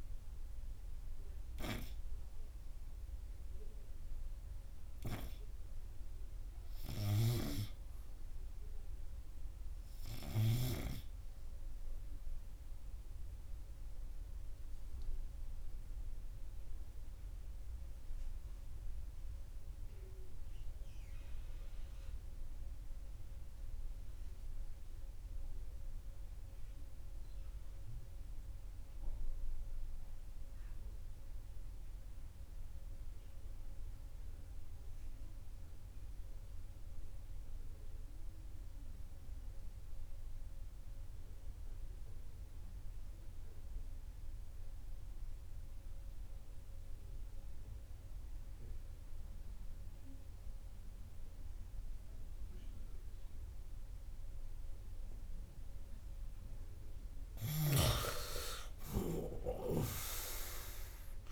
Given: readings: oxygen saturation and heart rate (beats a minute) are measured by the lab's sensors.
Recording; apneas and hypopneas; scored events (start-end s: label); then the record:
breathing in sleep by a room microphone; 1
13.50-57.00 s: obstructive apnea (oxygen 98% before, 88% lowest, heart rate 81 before, 60 extreme, up 23 after)
14.00-24.00 s: oxygen desaturation (device-marked, oxygen 98% before, 93% lowest, heart rate 81 before, 64 extreme)
58.50-61.31 s: arousal
From the record:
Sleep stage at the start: N2 (light sleep); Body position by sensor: on the right side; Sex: male